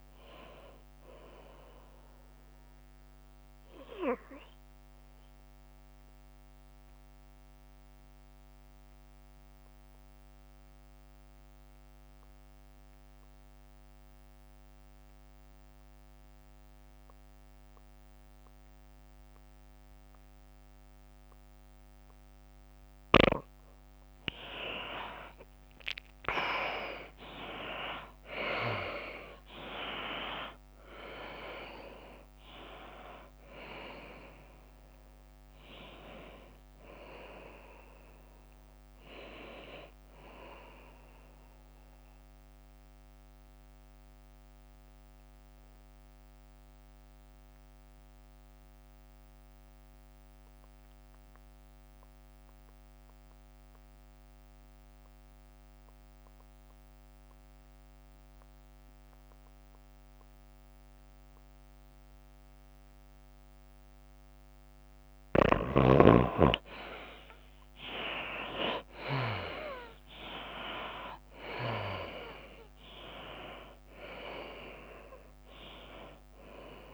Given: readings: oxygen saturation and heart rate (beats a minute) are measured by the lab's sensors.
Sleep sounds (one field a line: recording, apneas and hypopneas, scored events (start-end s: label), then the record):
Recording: breathing in sleep by a microphone on the trachea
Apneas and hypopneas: 2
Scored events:
0.00-10.50 s: drop in pulse transit time (device-marked, heart rate 91 extreme)
0.00-14.50 s: oxygen desaturation (device-marked, oxygen 83% lowest, heart rate 81 extreme)
6.50-23.50 s: obstructive apnea (oxygen 95% before, 76% lowest, heart rate 95 before, 81 extreme, up 7 after)
24.50-56.50 s: oxygen desaturation (device-marked, oxygen 96% before, 76% lowest, heart rate 89 before, 69 extreme)
25.50-31.00 s: arousal
27.50-51.50 s: drop in pulse transit time (device-marked, heart rate 87 before, 83 extreme)
43.00-66.50 s: mixed apnea (oxygen 96% before, 75% lowest, heart rate 92 before, 69 extreme, up 26 after)
63.50-76.93 s: oxygen desaturation (device-marked, oxygen 97% before, 75% lowest, heart rate 90 before, 75 extreme)
68.00-72.50 s: arousal
72.50-76.93 s: drop in pulse transit time (device-marked, heart rate 81 before, 88 extreme)
73.50-76.50 s: tachycardia (device-marked, heart rate 90 before, 100 extreme)
From the record:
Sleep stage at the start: N2 (light sleep)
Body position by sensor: on the back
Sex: female